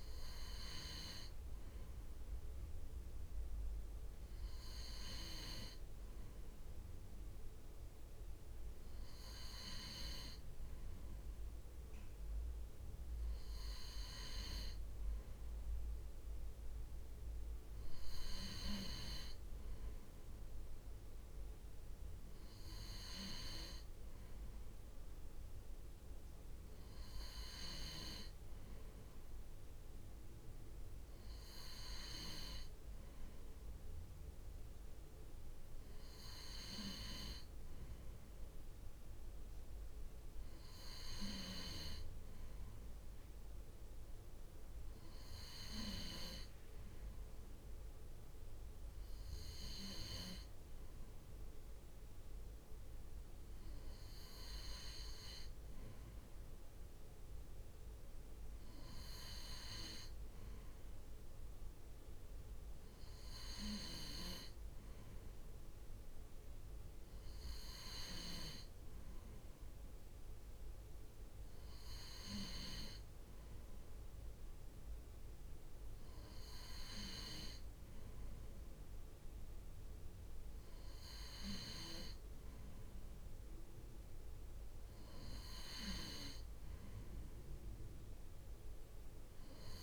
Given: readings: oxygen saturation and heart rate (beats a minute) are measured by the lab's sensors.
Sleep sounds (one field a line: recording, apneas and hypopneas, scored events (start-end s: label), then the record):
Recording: breathing in sleep by a room microphone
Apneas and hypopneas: none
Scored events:
none scored
From the record:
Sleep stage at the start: N2 (light sleep)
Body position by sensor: on the right side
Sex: male